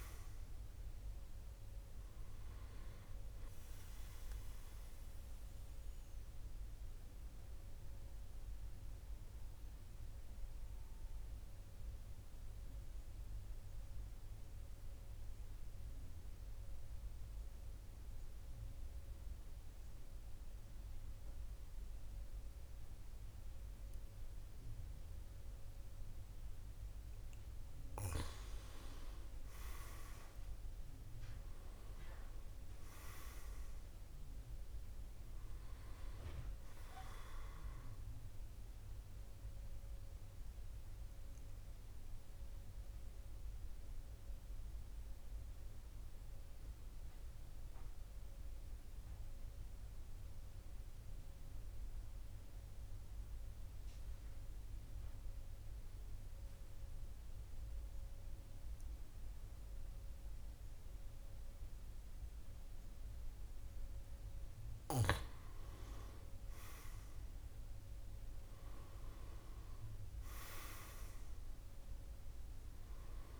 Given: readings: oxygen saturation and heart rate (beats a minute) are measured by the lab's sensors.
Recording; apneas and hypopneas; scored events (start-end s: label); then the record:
breathing in sleep by a room microphone; 2
0.00-18.00 s: oxygen desaturation (device-marked, oxygen 93% lowest, heart rate 45 extreme)
4.00-27.00 s: obstructive apnea (oxygen 99% before, 90% lowest, heart rate 53 before, 44 extreme, up 5 after)
29.00-33.00 s: arousal
31.00-51.00 s: oxygen desaturation (device-marked, oxygen 99% before, 93% lowest, heart rate 50 before, 44 extreme)
39.00-63.00 s: obstructive apnea (oxygen 99% before, 90% lowest, heart rate 53 before, 44 extreme, up 6 after)
65.00-68.50 s: arousal
66.00-73.40 s: oxygen desaturation (device-marked, oxygen 99% before, 90% lowest, heart rate 48 before, 46 extreme)
From the record:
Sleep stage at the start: N2 (light sleep); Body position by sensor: on the back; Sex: male